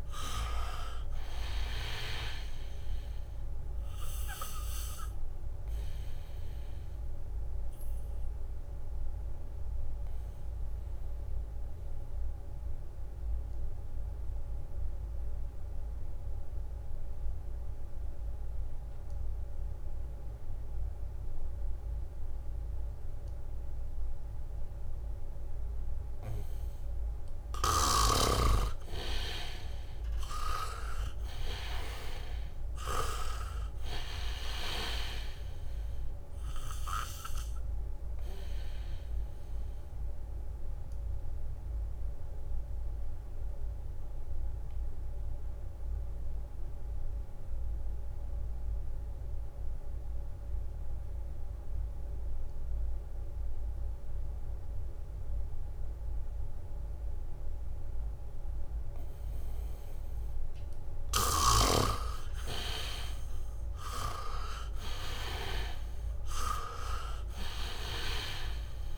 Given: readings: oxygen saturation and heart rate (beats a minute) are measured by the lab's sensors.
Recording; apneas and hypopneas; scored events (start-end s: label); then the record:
breathing in sleep by a room microphone; 2
0.00-21.50 s: oxygen desaturation (device-marked, oxygen 79% lowest, heart rate 64 extreme)
4.50-28.00 s: obstructive apnea (oxygen 99% before, 79% lowest, heart rate 69 before, 64 extreme, up 6 after)
23.50-25.50 s: leg movement (device-marked)
26.50-54.50 s: oxygen desaturation (device-marked, oxygen 98% before, 79% lowest, heart rate 71 before, 66 extreme)
30.00-33.00 s: arousal
38.50-63.00 s: obstructive apnea (oxygen 98% before, 79% lowest, heart rate 69 before, 66 extreme, up 4 after)
47.00-48.50 s: leg movement (device-marked)
60.50-68.98 s: oxygen desaturation (device-marked, oxygen 98% before, 79% lowest, heart rate 69 before, 67 extreme)
64.50-68.00 s: arousal
From the record:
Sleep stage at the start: N2 (light sleep); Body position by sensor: on the back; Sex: male